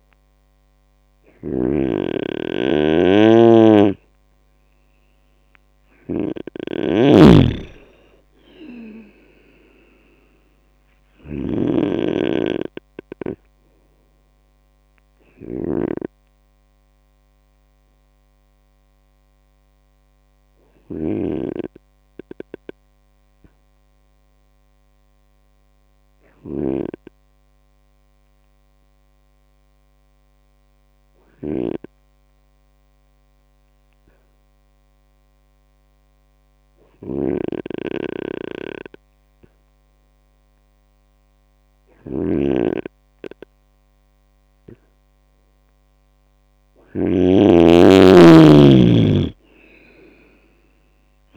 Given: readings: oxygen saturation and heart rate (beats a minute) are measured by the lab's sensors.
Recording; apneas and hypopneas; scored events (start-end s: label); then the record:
breathing in sleep by a microphone on the trachea; 1
0.00-46.50 s: snoring (device-marked)
15.50-43.50 s: hypopnea (oxygen 99% before, 97% lowest, heart rate 63 before, 58 extreme, up 27 after)
47.00-51.37 s: arousal
From the record:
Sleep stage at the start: N2 (light sleep); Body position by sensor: on the right side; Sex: male